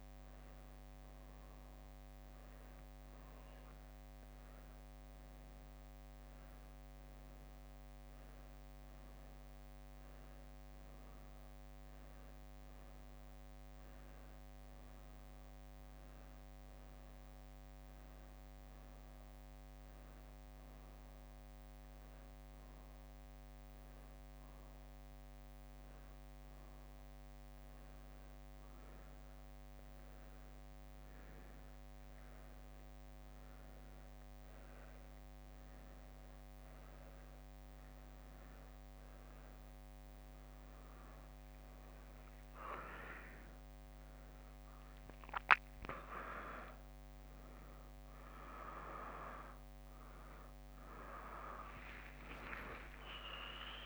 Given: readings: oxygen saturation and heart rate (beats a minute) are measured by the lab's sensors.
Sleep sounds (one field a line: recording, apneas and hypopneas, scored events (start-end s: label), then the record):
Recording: a person awake in a sleep study, by a microphone on the trachea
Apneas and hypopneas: none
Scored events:
2.00-9.50 s: leg movement (device-marked)
11.00-17.50 s: leg movement (device-marked)
20.50-28.00 s: leg movement (device-marked)
31.00-39.50 s: leg movement (device-marked)
From the record:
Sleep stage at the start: awake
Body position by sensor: on the back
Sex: female